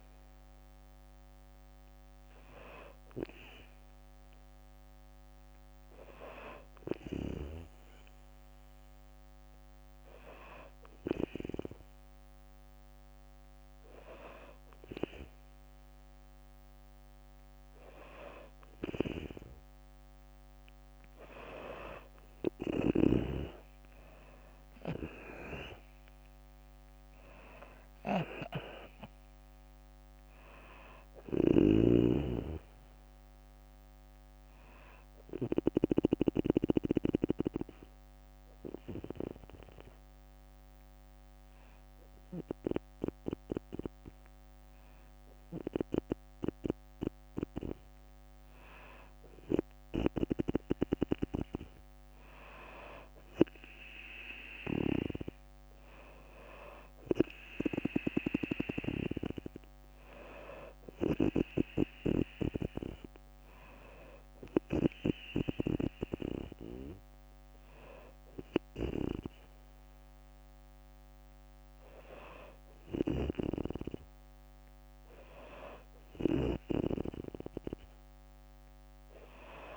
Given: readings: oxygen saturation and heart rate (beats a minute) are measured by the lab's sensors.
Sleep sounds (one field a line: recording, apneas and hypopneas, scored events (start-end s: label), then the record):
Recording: breathing in sleep by a microphone on the trachea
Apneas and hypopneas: 1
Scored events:
0.00-8.00 s: oxygen desaturation (device-marked, oxygen 93% lowest, heart rate 61 extreme)
24.00-39.00 s: drop in pulse transit time (device-marked, heart rate 63 before, 60 extreme)
24.50-29.00 s: arousal
36.00-45.00 s: bradycardia (device-marked, heart rate 63 before, 58 extreme)
36.00-47.00 s: hypopnea (oxygen 97% before, 93% lowest, heart rate 66 before, 59 extreme, up 3 after)
49.50-53.00 s: arousal
56.00-73.00 s: oxygen desaturation (device-marked, oxygen 97% before, 93% lowest, heart rate 60 before, 61 extreme)
72.50-76.00 s: snoring (device-marked)
From the record:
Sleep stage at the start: N2 (light sleep)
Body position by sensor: on the back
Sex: female